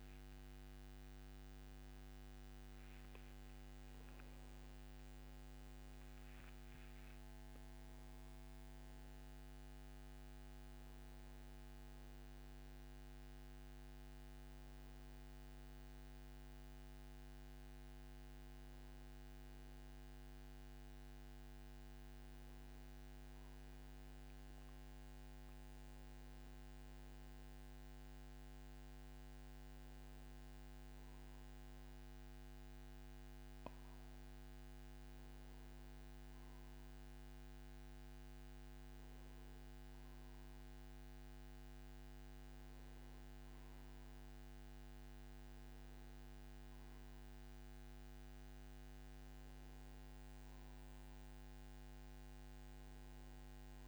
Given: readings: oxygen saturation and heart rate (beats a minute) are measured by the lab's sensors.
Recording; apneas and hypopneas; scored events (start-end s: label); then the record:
breathing in sleep, hard to hear, by a microphone on the trachea; none
1.50-6.50 s: arousal
From the record:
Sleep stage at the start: N1 (lightest sleep); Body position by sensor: on the right side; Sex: male